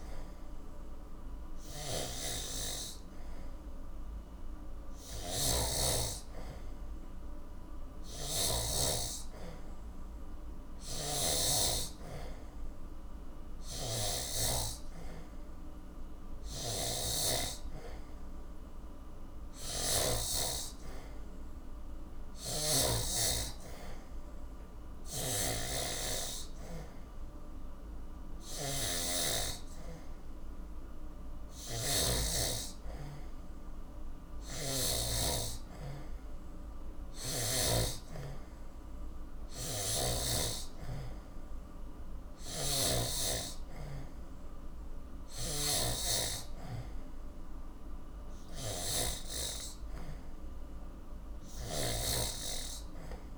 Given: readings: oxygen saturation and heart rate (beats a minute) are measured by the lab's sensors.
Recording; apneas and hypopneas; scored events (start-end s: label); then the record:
breathing in sleep by a room microphone; none
1.50-11.50 s: snoring (device-marked)
13.50-23.00 s: snoring (device-marked)
25.00-35.00 s: snoring (device-marked)
39.50-43.00 s: snoring (device-marked)
45.00-53.38 s: snoring (device-marked)
From the record:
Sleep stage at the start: N3 (deep sleep); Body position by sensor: on the back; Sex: male